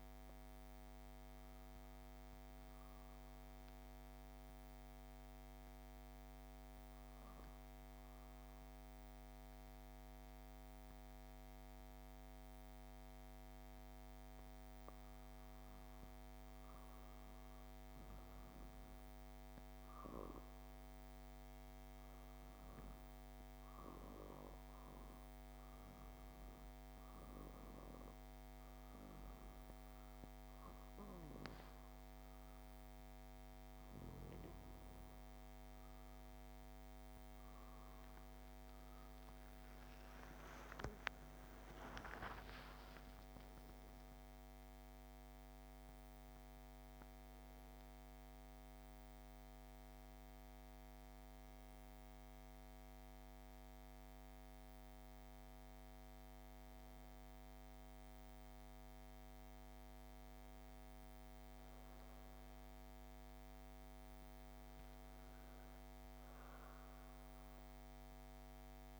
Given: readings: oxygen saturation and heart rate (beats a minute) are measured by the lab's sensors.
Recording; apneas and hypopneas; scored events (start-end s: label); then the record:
breathing in sleep, hard to hear, by a microphone on the trachea; 1
1.50-68.99 s: new sleep stage, REM sleep
3.50-17.00 s: obstructive apnea (oxygen 97% before, 95% lowest, heart rate 67 before, 58 extreme, up 7 after)
19.00-23.50 s: arousal
39.50-45.50 s: arousal
From the record:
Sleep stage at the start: N2 (light sleep); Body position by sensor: on the back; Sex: female